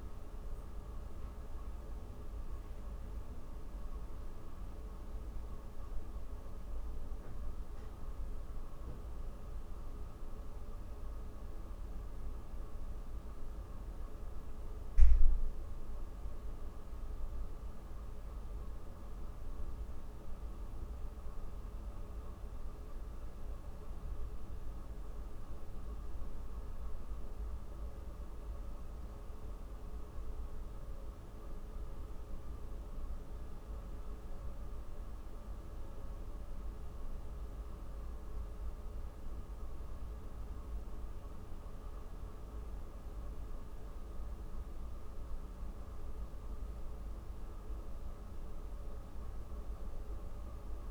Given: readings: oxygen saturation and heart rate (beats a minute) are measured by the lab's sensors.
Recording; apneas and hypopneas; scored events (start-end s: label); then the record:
breathing in sleep, hard to hear, by a room microphone; none
38.00-42.50 s: arousal
From the record:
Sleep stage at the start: N2 (light sleep); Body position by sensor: on the back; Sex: female